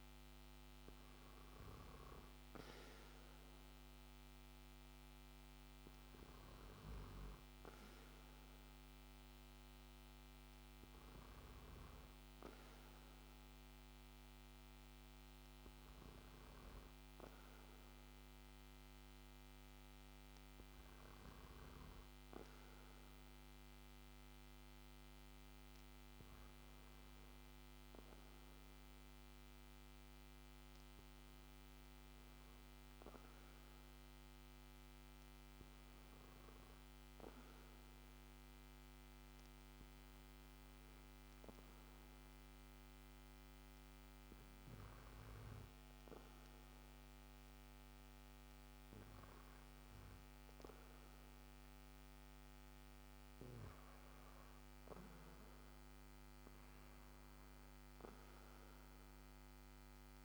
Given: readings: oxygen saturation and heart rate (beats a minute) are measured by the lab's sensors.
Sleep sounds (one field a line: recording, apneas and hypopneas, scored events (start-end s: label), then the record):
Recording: breathing in sleep, hard to hear, by a microphone on the trachea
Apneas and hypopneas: 1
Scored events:
1.00-22.00 s: oxygen desaturation (device-marked, oxygen 95% before, 92% lowest, heart rate 56 before, 51 extreme)
23.00-52.50 s: hypopnea (oxygen 95% before, 93% lowest, heart rate 54 before, 54 extreme, up 2 after)
54.00-58.00 s: arousal
From the record:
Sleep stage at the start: N2 (light sleep)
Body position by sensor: on the back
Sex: male